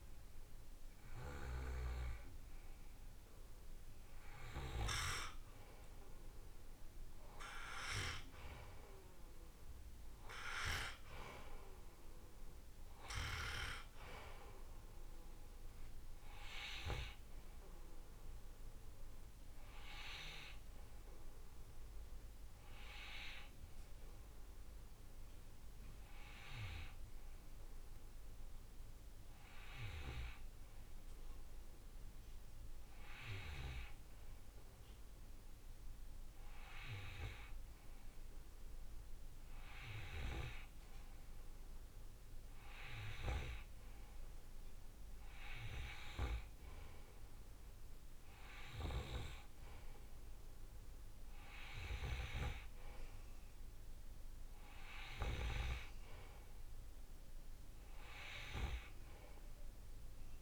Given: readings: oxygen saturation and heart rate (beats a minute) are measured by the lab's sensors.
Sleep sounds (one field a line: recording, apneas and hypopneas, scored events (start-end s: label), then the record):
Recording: breathing in sleep by a room microphone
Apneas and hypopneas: none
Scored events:
9.50-27.50 s: oxygen desaturation (device-marked, oxygen 96% before, 92% lowest, heart rate 55 before, 52 extreme)
From the record:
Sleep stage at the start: N2 (light sleep)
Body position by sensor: on the right side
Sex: male